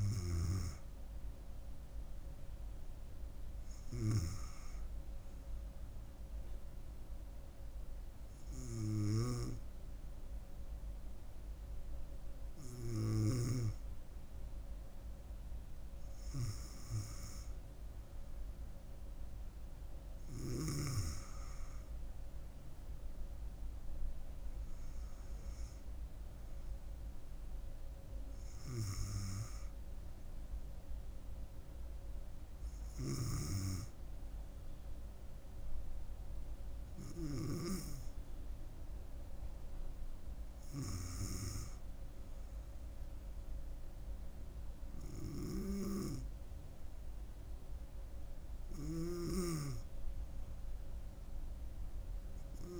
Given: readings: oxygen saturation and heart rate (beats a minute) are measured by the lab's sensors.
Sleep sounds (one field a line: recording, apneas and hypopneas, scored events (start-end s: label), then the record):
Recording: breathing in sleep by a room microphone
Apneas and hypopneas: none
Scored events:
none scored
From the record:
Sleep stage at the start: N2 (light sleep)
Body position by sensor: on the back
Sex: female